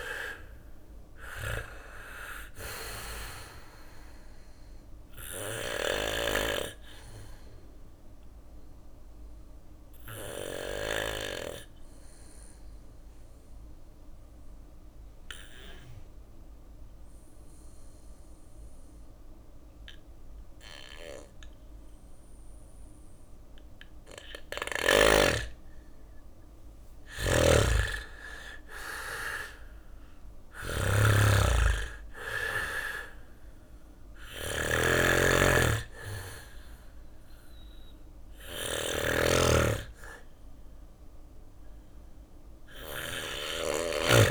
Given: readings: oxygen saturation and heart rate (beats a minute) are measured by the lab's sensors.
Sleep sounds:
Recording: breathing in sleep by a room microphone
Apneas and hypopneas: 1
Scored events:
0.00-6.50 s: drop in pulse transit time (device-marked, heart rate 60 extreme)
0.00-19.50 s: oxygen desaturation (device-marked, oxygen 91% lowest, heart rate 58 extreme)
3.50-17.50 s: bradycardia (device-marked, heart rate 61 before, 58 extreme)
7.00-24.00 s: obstructive apnea (oxygen 99% before, 91% lowest, heart rate 61 before, 58 extreme, up 6 after)
25.50-29.00 s: arousal
26.00-43.00 s: snoring (device-marked)
31.50-44.31 s: oxygen desaturation (device-marked, oxygen 99% before, 93% lowest, heart rate 60 before, 58 extreme)
37.50-43.50 s: bradycardia (device-marked, heart rate 60 before, 59 extreme)
From the record:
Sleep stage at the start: N2 (light sleep)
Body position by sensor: on the back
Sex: male

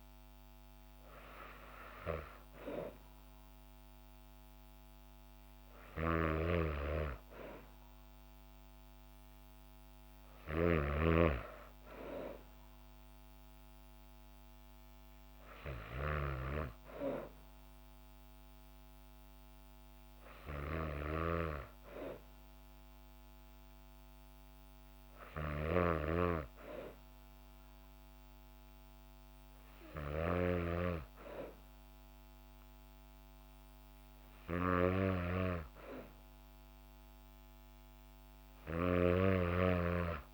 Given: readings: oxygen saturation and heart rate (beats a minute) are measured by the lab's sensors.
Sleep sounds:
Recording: breathing in sleep by a microphone on the trachea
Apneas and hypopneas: none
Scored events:
none scored
From the record:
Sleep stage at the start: N2 (light sleep)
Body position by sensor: on the back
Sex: female

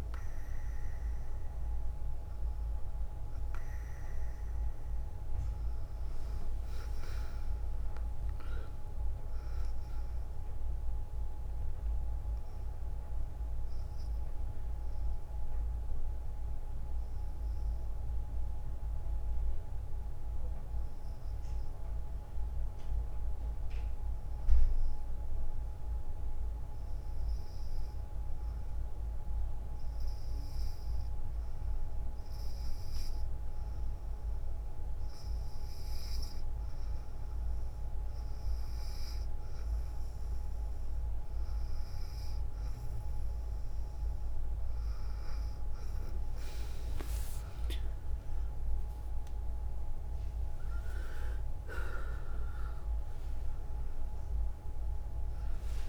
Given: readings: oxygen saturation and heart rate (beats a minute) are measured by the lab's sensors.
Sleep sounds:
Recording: breathing in sleep, hard to hear, by a room microphone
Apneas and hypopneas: 1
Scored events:
9.50-55.89 s: new sleep stage, N2 (light sleep)
14.00-26.00 s: obstructive apnea (oxygen 96% before, 93% lowest, heart rate 60 before, 52 extreme, up 7 after)
28.00-31.50 s: arousal
41.50-55.89 s: oxygen desaturation (device-marked, oxygen 97% before, 93% lowest, heart rate 57 before, 52 extreme)
50.50-52.50 s: long interval between heartbeats (device-marked, heart rate 60 before, 83 extreme)
52.50-55.89 s: arousal
From the record:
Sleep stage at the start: N3 (deep sleep)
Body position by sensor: on the front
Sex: female

